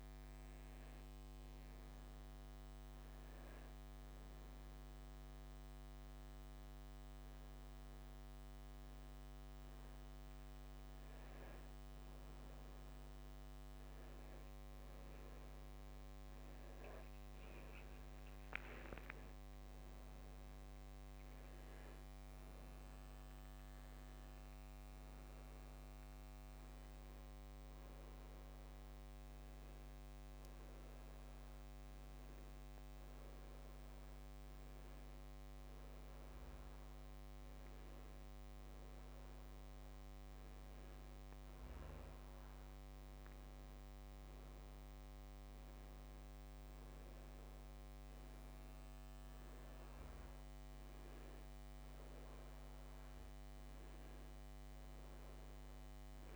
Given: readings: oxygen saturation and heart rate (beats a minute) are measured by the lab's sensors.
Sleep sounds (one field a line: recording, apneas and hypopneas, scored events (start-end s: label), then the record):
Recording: a person awake in a sleep study, hard to hear, by a microphone on the trachea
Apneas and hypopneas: none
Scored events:
none scored
From the record:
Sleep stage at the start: awake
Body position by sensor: on the back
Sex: male